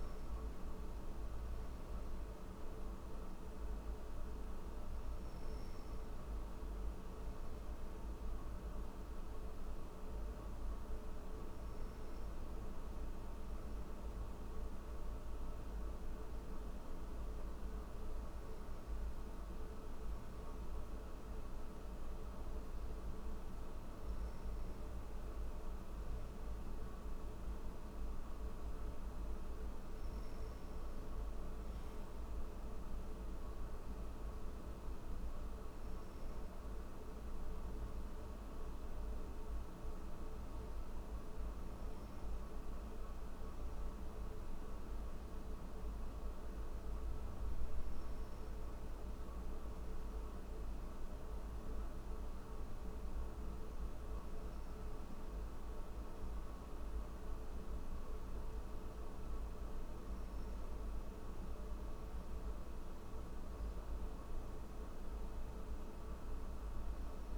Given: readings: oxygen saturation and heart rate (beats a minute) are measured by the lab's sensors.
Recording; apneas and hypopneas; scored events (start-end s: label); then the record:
breathing in sleep, hard to hear, by a room microphone; none
none scored
From the record:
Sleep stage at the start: N1 (lightest sleep); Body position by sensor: on the back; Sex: male